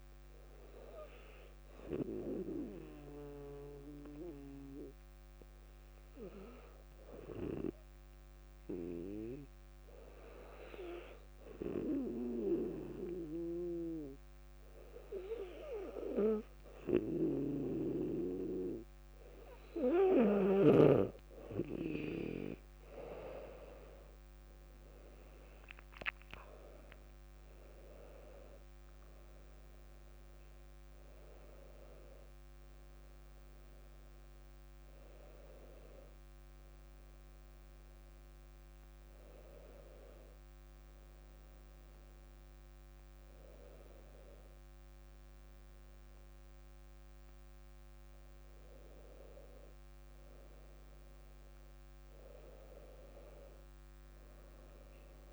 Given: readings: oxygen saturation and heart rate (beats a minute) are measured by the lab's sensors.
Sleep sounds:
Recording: a person partly awake in a sleep study, by a microphone on the trachea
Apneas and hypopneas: 1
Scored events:
0.00-9.00 s: oxygen desaturation (device-marked, oxygen 95% lowest, heart rate 56 extreme)
0.50-20.00 s: obstructive apnea (oxygen 99% before, 95% lowest, heart rate 61 before, 57 extreme, up 6 after)
30.00-55.33 s: new sleep stage, awake
From the record:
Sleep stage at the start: N2 (light sleep)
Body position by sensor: on the back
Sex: female

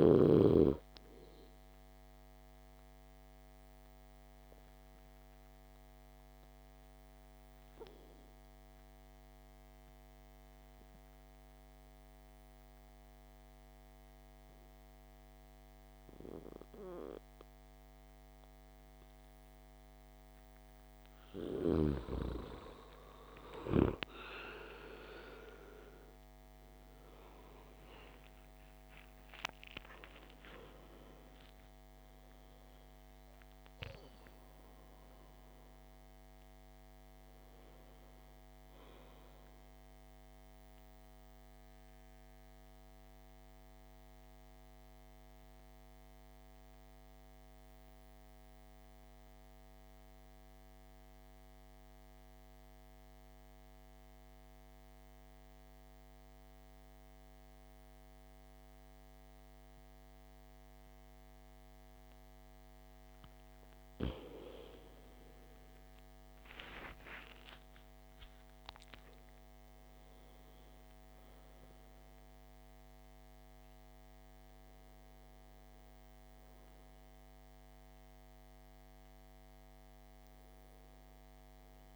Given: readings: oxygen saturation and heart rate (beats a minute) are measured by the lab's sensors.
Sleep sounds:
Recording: breathing in sleep by a microphone on the trachea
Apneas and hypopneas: 2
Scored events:
3.00-21.50 s: obstructive apnea (oxygen 98% before, 85% lowest, heart rate 57 before, 53 extreme, up 14 after)
4.50-42.50 s: oxygen desaturation (device-marked, oxygen 98% before, 86% lowest, heart rate 58 before, 52 extreme)
26.50-30.50 s: arousal
40.00-63.50 s: central apnea (oxygen 93% before, 85% lowest, heart rate 65 before, 51 extreme, up 15 after)
44.50-54.50 s: oxygen desaturation (device-marked, oxygen 93% before, 85% lowest, heart rate 64 before, 52 extreme)
63.50-71.50 s: oxygen desaturation (device-marked, oxygen 100% before, 96% lowest, heart rate 54 before, 51 extreme)
65.50-70.00 s: arousal
73.50-81.95 s: oxygen desaturation (device-marked, oxygen 99% before, 86% lowest, heart rate 60 before, 51 extreme)
From the record:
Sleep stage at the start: N2 (light sleep)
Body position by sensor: on the back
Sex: male

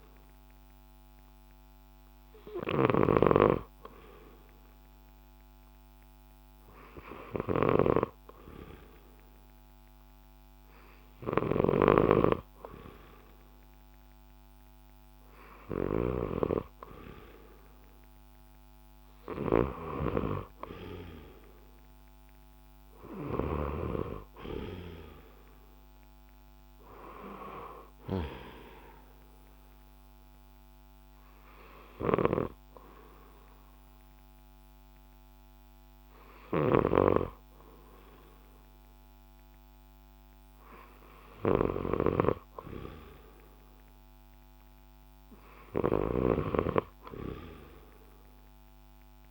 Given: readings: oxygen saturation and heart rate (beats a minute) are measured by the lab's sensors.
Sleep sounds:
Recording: breathing in sleep by a microphone on the trachea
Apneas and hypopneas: none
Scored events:
0.00-2.00 s: oxygen desaturation (device-marked, oxygen 88% lowest, heart rate 65 extreme)
0.00-24.00 s: snoring (device-marked)
18.00-32.00 s: drop in pulse transit time (device-marked, heart rate 67 before, 67 extreme)
36.50-49.31 s: snoring (device-marked)
From the record:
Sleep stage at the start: N2 (light sleep)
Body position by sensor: on the left side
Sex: male

